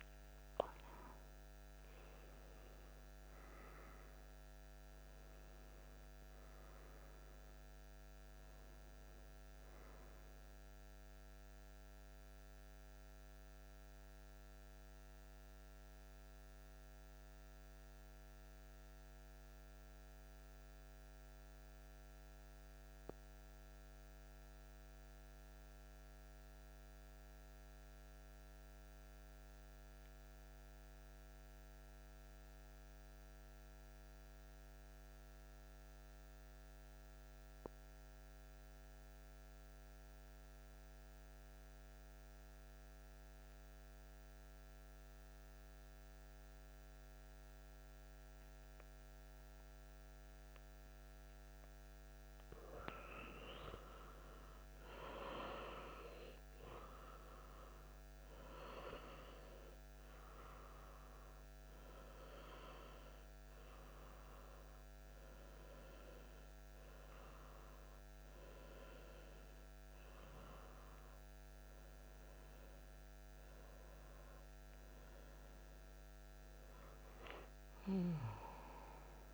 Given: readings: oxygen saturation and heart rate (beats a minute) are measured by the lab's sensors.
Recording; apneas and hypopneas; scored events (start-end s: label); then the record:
breathing in sleep by a microphone on the trachea; 1
0.00-10.50 s: oxygen desaturation (device-marked, oxygen 89% lowest)
11.00-50.00 s: mixed apnea (oxygen 97% before, 90% lowest)
41.50-79.34 s: oxygen desaturation (device-marked, oxygen 97% before, 90% lowest)
52.00-56.00 s: arousal
77.00-79.34 s: arousal
From the record:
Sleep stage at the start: N2 (light sleep); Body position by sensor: on the back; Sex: male